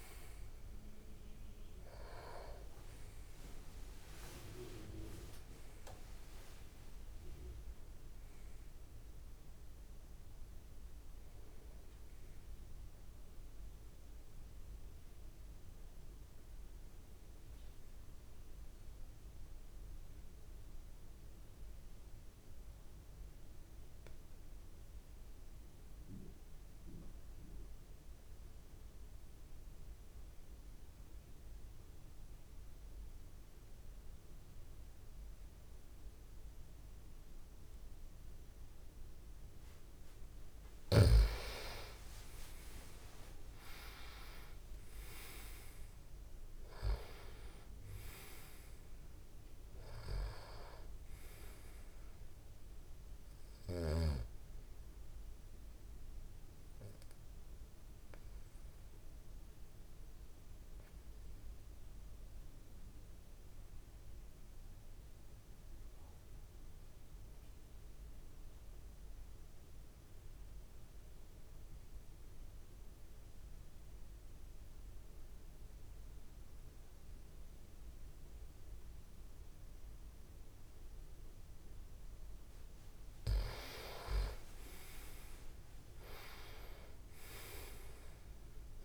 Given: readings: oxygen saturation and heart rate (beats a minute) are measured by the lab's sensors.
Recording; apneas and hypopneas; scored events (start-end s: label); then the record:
breathing in sleep by a room microphone; 2
0.00-15.00 s: tachycardia (device-marked)
0.00-19.00 s: oxygen desaturation (device-marked, oxygen 89% lowest)
13.00-38.50 s: obstructive apnea (oxygen 97% before, 89% lowest)
37.00-68.00 s: oxygen desaturation (device-marked, oxygen 98% before, 89% lowest)
41.00-45.50 s: arousal
57.00-81.50 s: obstructive apnea (oxygen 98% before, 88% lowest)
81.00-88.85 s: oxygen desaturation (device-marked, oxygen 98% before, 88% lowest)
83.00-88.85 s: snoring (device-marked)
84.50-88.85 s: arousal
From the record:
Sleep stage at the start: N2 (light sleep); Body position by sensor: on the back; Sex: male